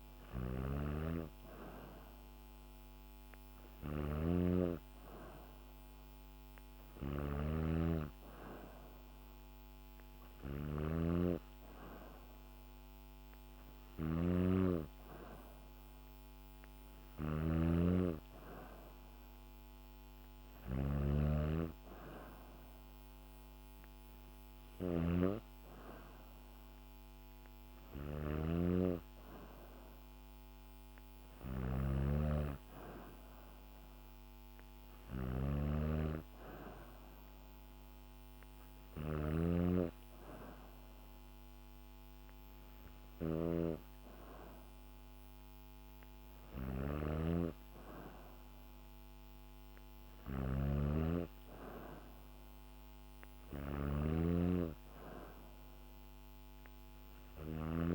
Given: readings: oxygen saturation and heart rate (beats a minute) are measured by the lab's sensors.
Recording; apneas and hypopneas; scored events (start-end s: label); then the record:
breathing in sleep by a microphone on the trachea; none
0.00-57.95 s: snoring (device-marked)
From the record:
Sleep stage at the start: N2 (light sleep); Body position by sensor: on the back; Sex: female